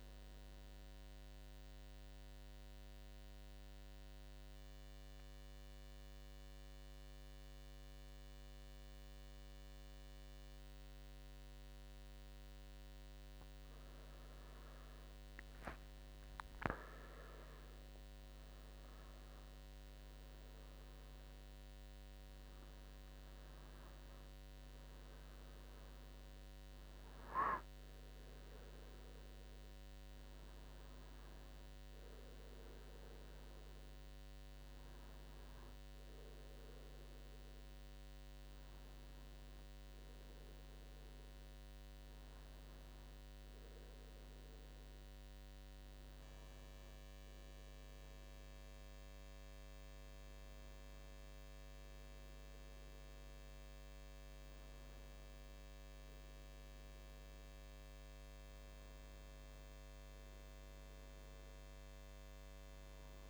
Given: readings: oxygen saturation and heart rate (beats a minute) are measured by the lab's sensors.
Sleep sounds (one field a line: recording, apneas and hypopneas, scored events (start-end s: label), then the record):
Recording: breathing in sleep, hard to hear, by a microphone on the trachea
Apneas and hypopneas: 1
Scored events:
1.50-14.00 s: central apnea (oxygen 97% before, 93% lowest, heart rate 86 before, 82 extreme, up 8 after)
15.50-19.50 s: arousal
20.00-39.00 s: oxygen desaturation (device-marked, oxygen 96% before, 93% lowest, heart rate 84 before, 81 extreme)
From the record:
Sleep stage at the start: N2 (light sleep)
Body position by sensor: on the right side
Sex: male